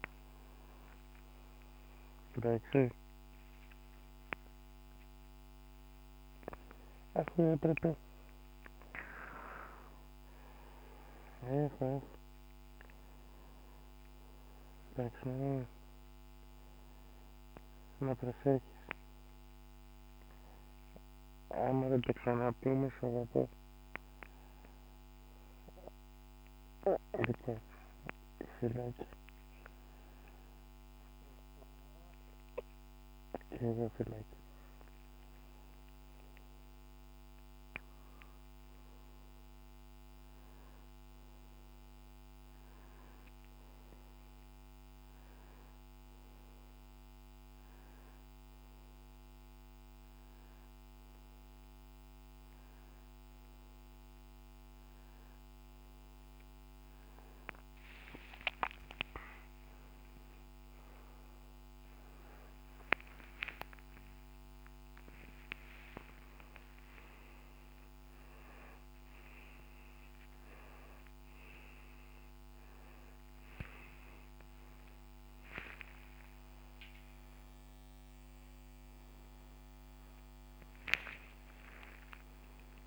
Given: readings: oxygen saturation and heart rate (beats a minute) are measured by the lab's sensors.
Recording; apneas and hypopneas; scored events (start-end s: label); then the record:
a person awake in a sleep study, by a microphone on the trachea; none
7.50-28.00 s: snoring (device-marked)
From the record:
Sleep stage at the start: awake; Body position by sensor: on the back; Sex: male